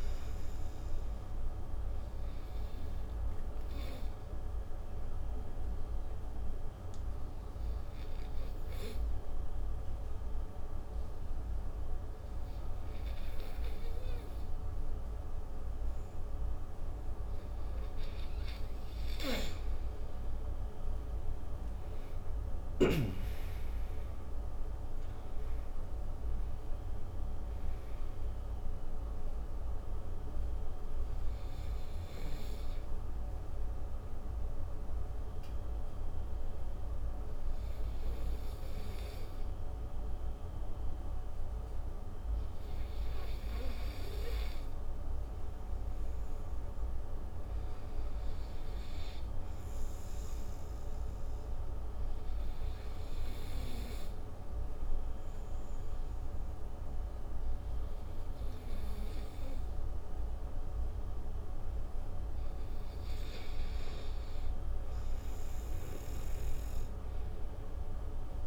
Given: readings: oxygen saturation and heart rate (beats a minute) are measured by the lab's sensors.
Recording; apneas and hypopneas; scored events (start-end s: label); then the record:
breathing in sleep, hard to hear, by a room microphone; 3
5.00-13.00 s: oxygen desaturation (device-marked, oxygen 96% before, 89% lowest)
5.00-17.50 s: obstructive apnea (oxygen 96% before, 84% lowest)
21.00-26.00 s: arousal
22.00-47.00 s: oxygen desaturation (device-marked, oxygen 96% before, 84% lowest)
30.50-44.50 s: obstructive apnea (oxygen 96% before, 84% lowest)
47.50-50.00 s: arousal
52.00-63.00 s: obstructive apnea (oxygen 98% before, 88% lowest, heart rate 48 before, 54 extreme, up 29 after)
64.50-67.00 s: arousal
From the record:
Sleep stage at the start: N2 (light sleep); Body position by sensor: on the right side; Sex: male